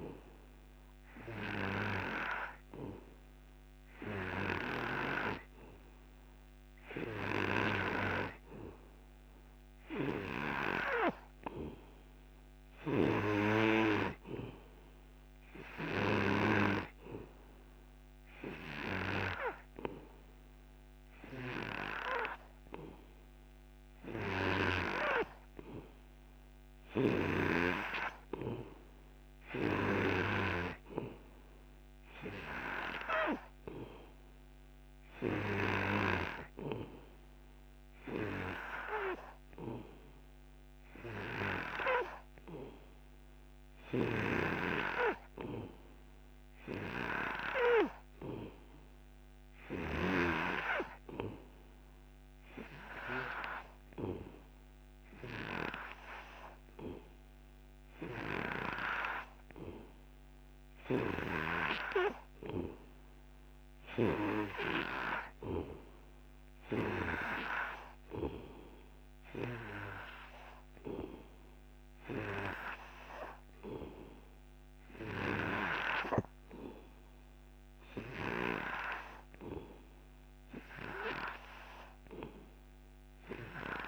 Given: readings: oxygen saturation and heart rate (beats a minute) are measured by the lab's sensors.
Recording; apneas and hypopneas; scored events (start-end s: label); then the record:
breathing in sleep by a microphone on the trachea; none
none scored
From the record:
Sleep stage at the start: N3 (deep sleep); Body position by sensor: on the back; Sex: male